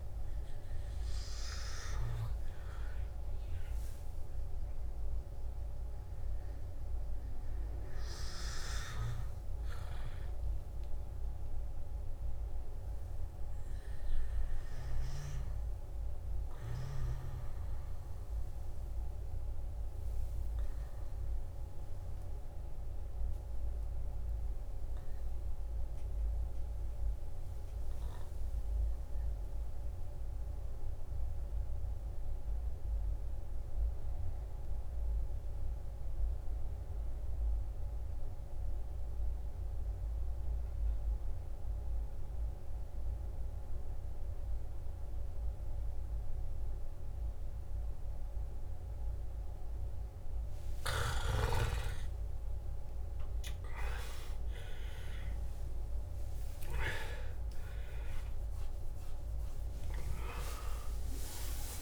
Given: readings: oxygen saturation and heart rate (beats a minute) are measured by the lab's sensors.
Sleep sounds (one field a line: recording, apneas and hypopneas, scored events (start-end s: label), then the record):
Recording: breathing in sleep by a room microphone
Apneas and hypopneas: 1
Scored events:
0.00-11.00 s: oxygen desaturation (device-marked, oxygen 85% lowest, heart rate 58 extreme)
12.50-50.50 s: obstructive apnea (oxygen 98% before, 86% lowest, heart rate 63 before, 56 extreme, up 53 after)
36.00-61.81 s: oxygen desaturation (device-marked, oxygen 98% before, 86% lowest, heart rate 60 before, 55 extreme)
51.00-54.50 s: arousal
55.00-61.81 s: tachycardia (device-marked, heart rate 61 before, 133 extreme)
58.50-60.50 s: long interval between heartbeats (device-marked, heart rate 61 before, 109 extreme)
60.50-61.81 s: long interval between heartbeats (device-marked, heart rate 67 before, 132 extreme)
From the record:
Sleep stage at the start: N2 (light sleep)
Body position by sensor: on the back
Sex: male